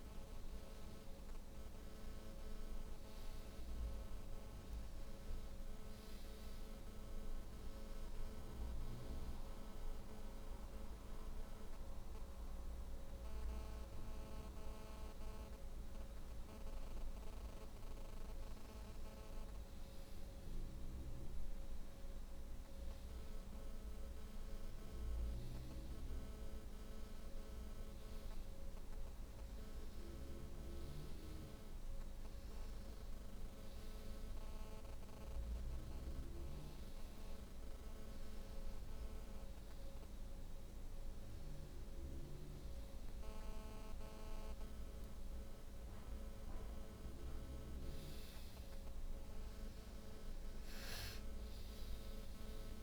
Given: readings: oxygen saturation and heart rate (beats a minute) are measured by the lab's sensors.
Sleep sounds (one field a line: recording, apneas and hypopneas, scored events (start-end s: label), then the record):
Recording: breathing in sleep, hard to hear, by a room microphone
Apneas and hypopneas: none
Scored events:
none scored
From the record:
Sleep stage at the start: N2 (light sleep)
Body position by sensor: on the back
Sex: female